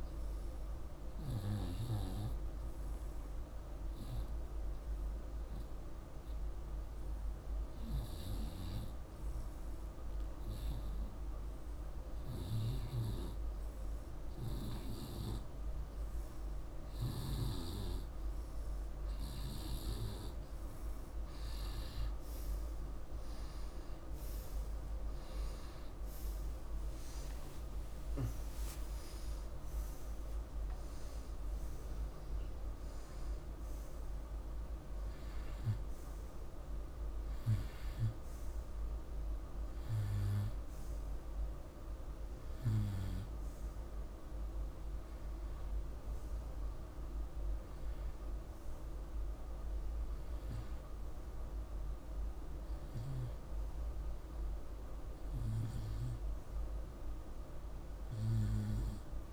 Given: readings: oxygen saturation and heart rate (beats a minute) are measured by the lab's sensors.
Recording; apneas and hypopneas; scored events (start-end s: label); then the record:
breathing in sleep by a room microphone; 1
2.50-17.00 s: hypopnea (oxygen 99% before, 94% lowest, heart rate 54 before, 54 extreme, up 0 after)
19.00-30.00 s: oxygen desaturation (device-marked, oxygen 99% before, 94% lowest, heart rate 54 before, 53 extreme)
21.50-26.50 s: arousal
32.00-38.00 s: oxygen desaturation (device-marked, oxygen 98% before, 95% lowest, heart rate 59 before, 52 extreme)
From the record:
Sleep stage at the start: REM sleep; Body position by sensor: on the right side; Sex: male